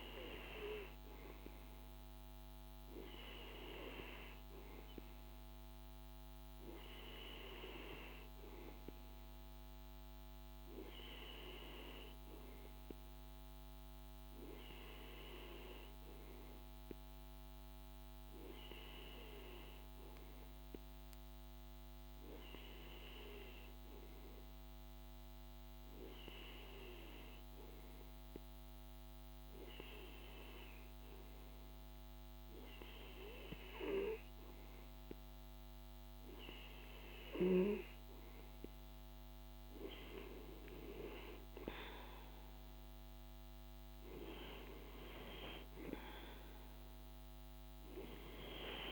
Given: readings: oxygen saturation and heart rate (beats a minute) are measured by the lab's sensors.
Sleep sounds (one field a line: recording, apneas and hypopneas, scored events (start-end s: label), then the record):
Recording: breathing in sleep by a microphone on the trachea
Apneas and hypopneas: none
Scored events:
none scored
From the record:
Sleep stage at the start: N2 (light sleep)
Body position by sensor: on the right side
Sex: male